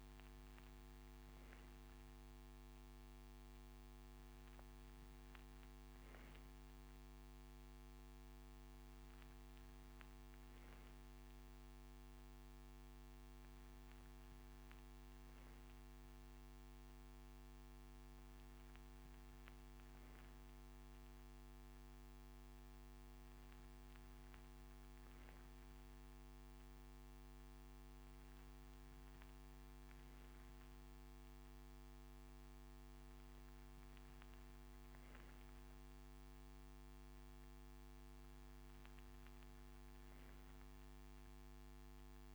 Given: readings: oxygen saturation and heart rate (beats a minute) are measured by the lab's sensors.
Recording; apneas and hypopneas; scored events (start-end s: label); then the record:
breathing in sleep, hard to hear, by a microphone on the trachea; none
none scored
From the record:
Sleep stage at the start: N3 (deep sleep); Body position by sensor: on the right side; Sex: male